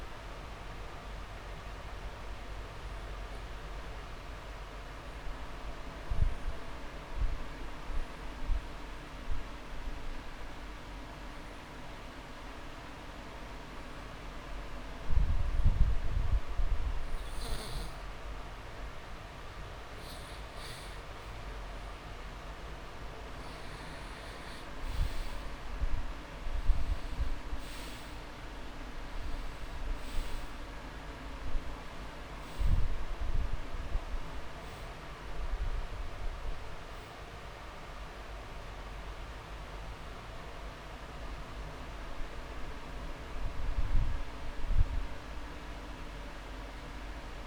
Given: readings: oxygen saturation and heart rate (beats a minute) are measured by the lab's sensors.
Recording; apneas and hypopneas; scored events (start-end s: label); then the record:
breathing in sleep, hard to hear, by a room microphone; 1
0.00-0.50 s: arousal
5.00-19.50 s: mixed apnea (oxygen 99% before, 89% lowest)
24.50-27.50 s: arousal
26.00-47.47 s: oxygen desaturation (device-marked, oxygen 98% before, 89% lowest)
27.50-29.50 s: long interval between heartbeats (device-marked)
From the record:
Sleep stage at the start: N2 (light sleep); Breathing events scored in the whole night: 234 in 4.1 hours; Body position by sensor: on the back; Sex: male